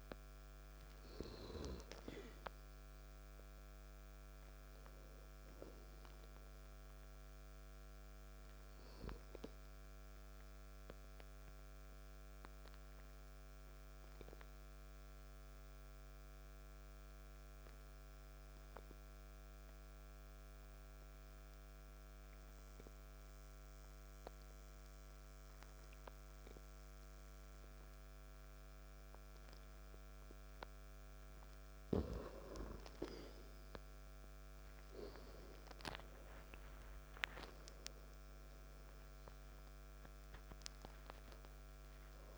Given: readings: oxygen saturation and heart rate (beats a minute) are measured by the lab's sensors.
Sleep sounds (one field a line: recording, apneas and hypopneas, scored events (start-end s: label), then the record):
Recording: breathing in sleep by a microphone on the trachea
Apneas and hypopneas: 1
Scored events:
0.00-24.50 s: oxygen desaturation (device-marked, oxygen 90% lowest, heart rate 51 extreme)
12.00-30.00 s: obstructive apnea (oxygen 97% before, 90% lowest, heart rate 56 before, 51 extreme, up 0 after)
33.50-37.50 s: arousal
38.50-42.38 s: oxygen desaturation (device-marked, oxygen 98% before, 93% lowest, heart rate 55 before, 53 extreme)
From the record:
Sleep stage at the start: N2 (light sleep)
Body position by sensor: on the back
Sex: male